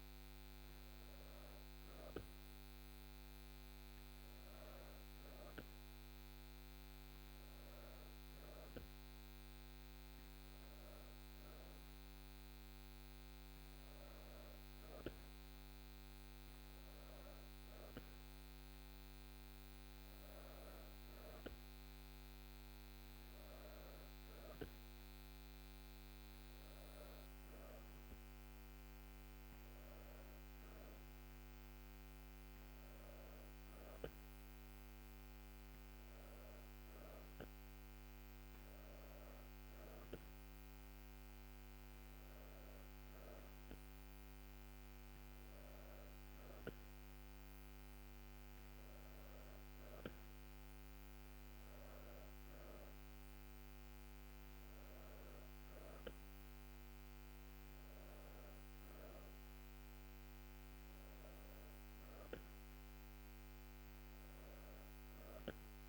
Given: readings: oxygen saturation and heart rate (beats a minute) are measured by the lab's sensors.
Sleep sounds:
breathing in sleep, hard to hear, by a microphone on the trachea; none
none scored
From the record:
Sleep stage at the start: N2 (light sleep); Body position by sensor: on the back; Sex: female

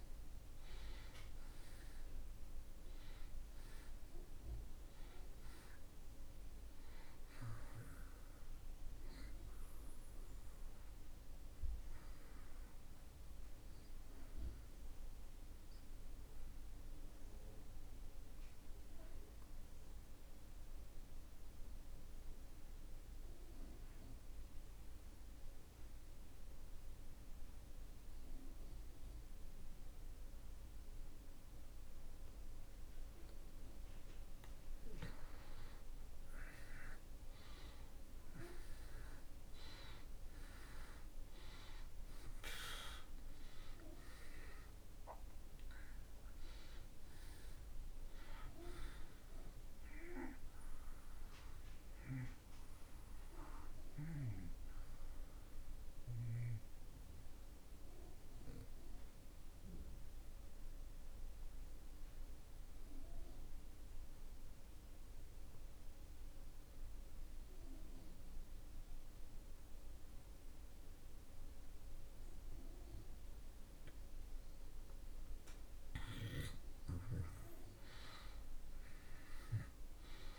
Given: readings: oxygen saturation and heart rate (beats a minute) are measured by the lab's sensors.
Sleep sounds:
breathing in sleep by a room microphone; 2
0.00-20.50 s: oxygen desaturation (device-marked, oxygen 77% lowest)
14.50-34.50 s: obstructive apnea (oxygen 96% before, 77% lowest)
35.50-39.50 s: arousal
39.50-71.50 s: oxygen desaturation (device-marked, oxygen 96% before, 80% lowest)
55.00-74.00 s: obstructive apnea (oxygen 97% before, 78% lowest)
74.50-80.00 s: arousal
From the record:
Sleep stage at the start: N2 (light sleep); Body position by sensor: on the back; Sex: male

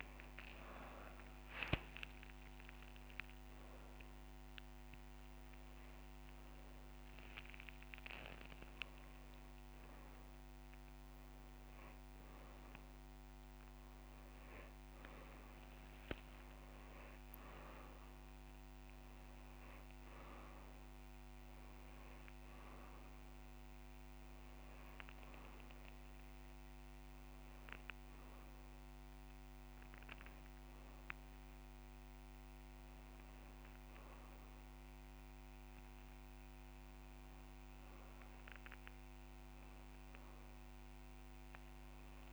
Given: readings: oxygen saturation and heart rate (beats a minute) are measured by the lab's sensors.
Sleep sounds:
a person awake in a sleep study, by a microphone on the trachea; none
6.00-8.00 s: long interval between heartbeats (device-marked)
8.50-9.50 s: drop in pulse transit time (device-marked)
12.00-14.00 s: long interval between heartbeats (device-marked)
18.50-30.50 s: drop in pulse transit time (device-marked)
21.00-23.00 s: long interval between heartbeats (device-marked)
23.50-42.33 s: new sleep stage, N2 (light sleep)
29.00-31.00 s: long interval between heartbeats (device-marked)
38.50-40.50 s: long interval between heartbeats (device-marked)
From the record:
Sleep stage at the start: awake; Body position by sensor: on the back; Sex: male

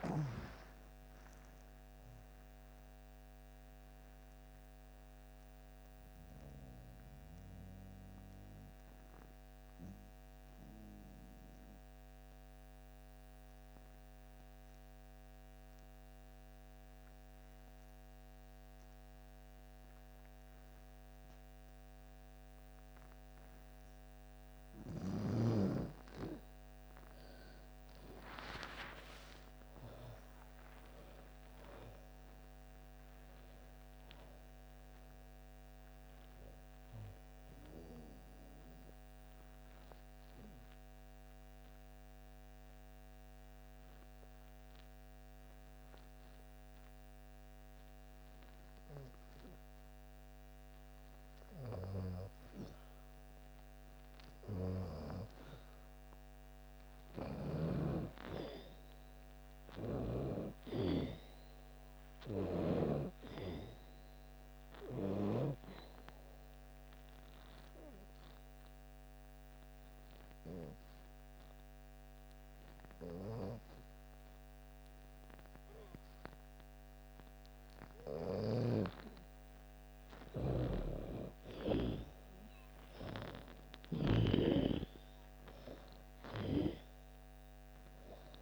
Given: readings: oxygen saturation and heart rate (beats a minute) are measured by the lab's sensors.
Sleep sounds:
breathing in sleep by a microphone on the trachea; 3
0.00-14.00 s: oxygen desaturation (device-marked, oxygen 83% lowest)
7.00-23.50 s: obstructive apnea (oxygen 97% before, 83% lowest)
23.00-49.00 s: oxygen desaturation (device-marked, oxygen 98% before, 86% lowest)
27.50-31.50 s: arousal
38.00-50.00 s: obstructive apnea (oxygen 98% before, 85% lowest)
53.50-57.50 s: arousal
59.00-76.00 s: oxygen desaturation (device-marked, oxygen 97% before, 89% lowest)
67.00-77.50 s: obstructive apnea (oxygen 97% before, 84% lowest)
78.00-88.42 s: oxygen desaturation (device-marked, oxygen 95% before, 85% lowest)
80.50-85.00 s: arousal
From the record:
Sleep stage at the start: N2 (light sleep); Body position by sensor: on the back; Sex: female

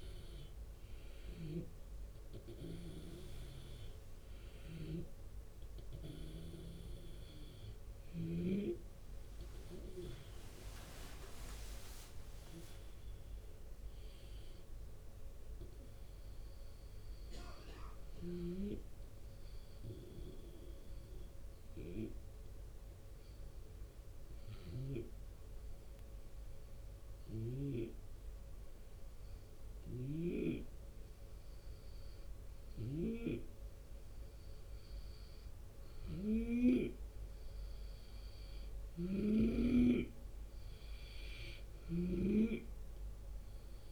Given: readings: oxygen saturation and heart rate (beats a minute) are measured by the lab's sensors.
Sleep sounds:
breathing in sleep by a room microphone; 1
0.00-1.50 s: drop in pulse transit time (device-marked, heart rate 80 extreme)
0.00-16.50 s: oxygen desaturation (device-marked, oxygen 88% lowest, heart rate 74 extreme)
4.00-8.00 s: snoring (device-marked)
10.00-14.00 s: arousal
11.50-23.50 s: drop in pulse transit time (device-marked, heart rate 82 before, 75 extreme)
18.00-35.00 s: hypopnea (oxygen 92% before, 89% lowest, heart rate 83 before, 74 extreme, up 3 after)
32.00-43.92 s: snoring (device-marked)
41.50-43.92 s: oxygen desaturation (device-marked, oxygen 93% before, 89% lowest, heart rate 76 before, 72 extreme)
42.50-43.92 s: drop in pulse transit time (device-marked, heart rate 76 before, 74 extreme)
From the record:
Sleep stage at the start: N2 (light sleep); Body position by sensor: on the left side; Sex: male

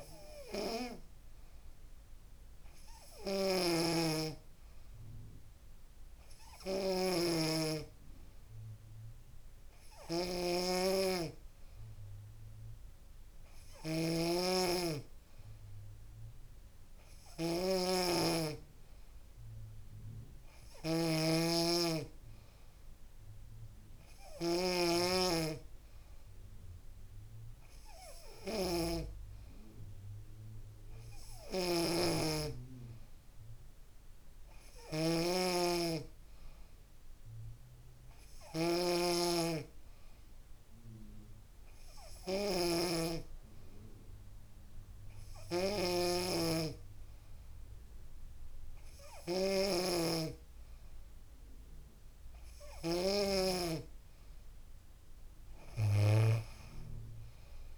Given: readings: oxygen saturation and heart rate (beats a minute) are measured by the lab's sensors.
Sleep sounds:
breathing in sleep by a room microphone; none
3.00-5.00 s: long interval between heartbeats (device-marked, heart rate 70 before, 78 extreme)
18.00-21.50 s: arousal
19.50-21.50 s: long interval between heartbeats (device-marked, heart rate 74 before, 81 extreme)
22.00-24.00 s: long interval between heartbeats (device-marked, heart rate 76 before, 91 extreme)
31.50-33.50 s: long interval between heartbeats (device-marked, heart rate 77 before, 88 extreme)
From the record:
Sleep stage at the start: N2 (light sleep); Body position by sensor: on the back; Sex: female

